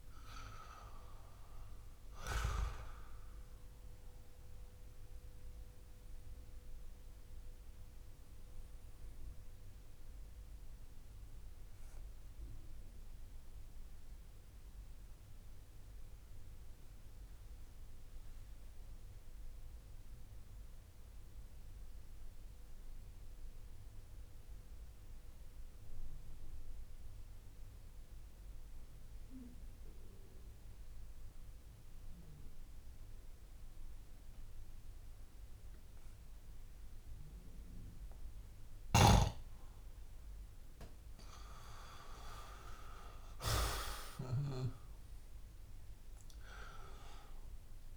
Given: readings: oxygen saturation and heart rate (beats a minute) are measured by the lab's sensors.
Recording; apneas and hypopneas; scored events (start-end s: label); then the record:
breathing in sleep by a room microphone; 1
3.50-40.50 s: obstructive apnea (oxygen 98% before, 91% lowest)
40.50-47.97 s: oxygen desaturation (device-marked, oxygen 97% before, 93% lowest)
42.50-47.00 s: arousal
From the record:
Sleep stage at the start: N2 (light sleep); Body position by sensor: on the back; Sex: male